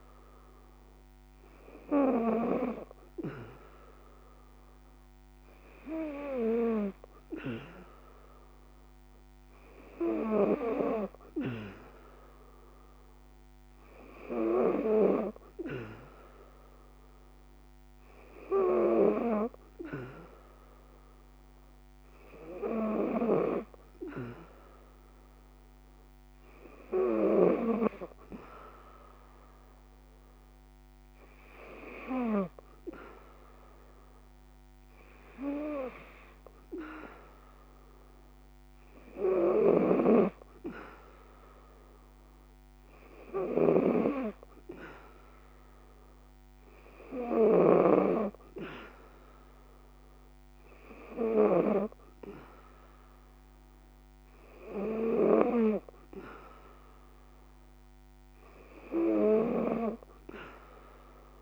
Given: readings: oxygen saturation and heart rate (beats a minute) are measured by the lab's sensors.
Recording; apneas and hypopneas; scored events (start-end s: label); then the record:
breathing in sleep by a microphone on the trachea; none
38.50-51.00 s: snoring (device-marked)
From the record:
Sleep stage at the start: N3 (deep sleep); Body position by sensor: on the back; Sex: female